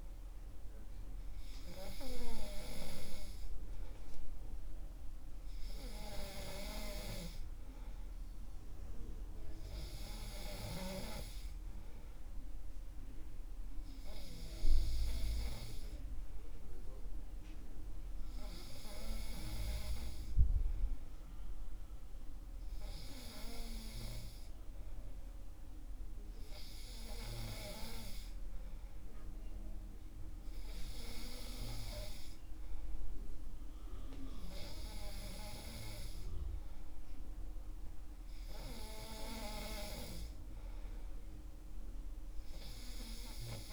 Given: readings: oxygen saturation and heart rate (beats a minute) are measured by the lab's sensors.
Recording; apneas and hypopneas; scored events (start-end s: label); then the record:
breathing in sleep by a room microphone; none
none scored
From the record:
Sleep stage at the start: N3 (deep sleep); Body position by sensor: on the back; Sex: male